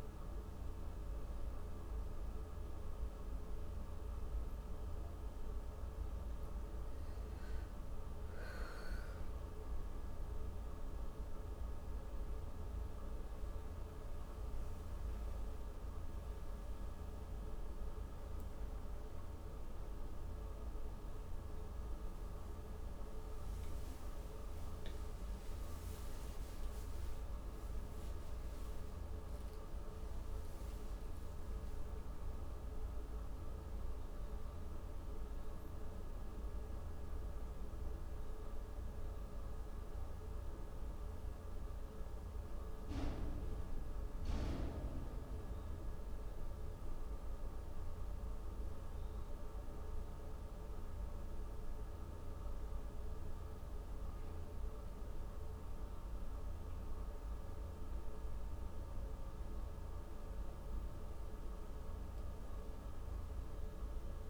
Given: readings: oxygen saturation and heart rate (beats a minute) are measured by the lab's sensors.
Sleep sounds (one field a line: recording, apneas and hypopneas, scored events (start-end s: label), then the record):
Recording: breathing in sleep, hard to hear, by a room microphone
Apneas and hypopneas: none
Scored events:
14.50-20.50 s: arousal
From the record:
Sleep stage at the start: N1 (lightest sleep)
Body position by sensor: on the back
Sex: female